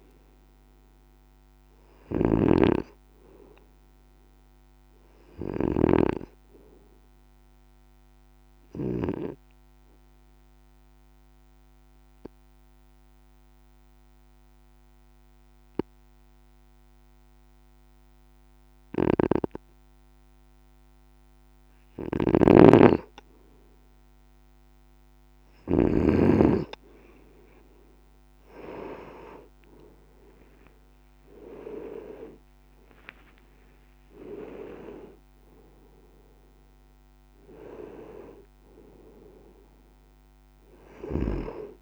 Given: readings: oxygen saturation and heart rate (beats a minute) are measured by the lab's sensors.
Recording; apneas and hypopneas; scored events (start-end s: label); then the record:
breathing in sleep by a microphone on the trachea; 1
0.00-6.00 s: snoring (device-marked)
6.00-9.00 s: arousal
10.00-22.00 s: obstructive apnea (oxygen 94% before, 92% lowest, heart rate 57 before, 52 extreme, up 5 after)
19.00-26.00 s: snoring (device-marked)
30.00-34.00 s: arousal
30.00-41.82 s: oxygen desaturation (device-marked, oxygen 96% before, 92% lowest, heart rate 54 before, 53 extreme)
From the record:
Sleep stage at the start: N2 (light sleep); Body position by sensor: on the right side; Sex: male